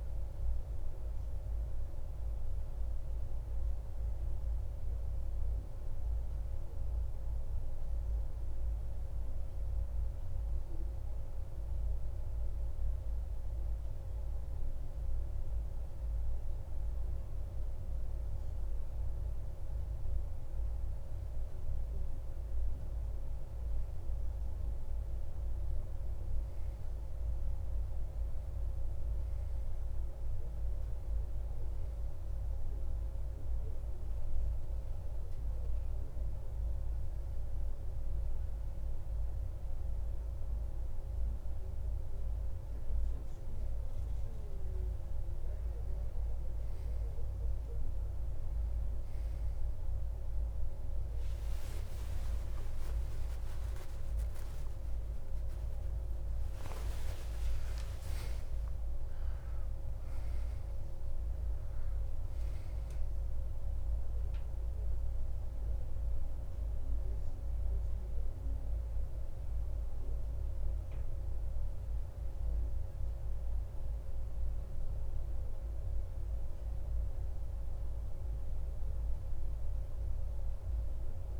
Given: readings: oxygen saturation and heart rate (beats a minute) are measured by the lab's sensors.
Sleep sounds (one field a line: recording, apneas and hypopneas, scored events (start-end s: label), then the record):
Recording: breathing in sleep, hard to hear, by a room microphone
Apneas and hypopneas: none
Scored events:
15.00-81.40 s: new sleep stage, N2 (light sleep)
52.50-57.00 s: arousal
From the record:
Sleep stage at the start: N1 (lightest sleep)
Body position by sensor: on the back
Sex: male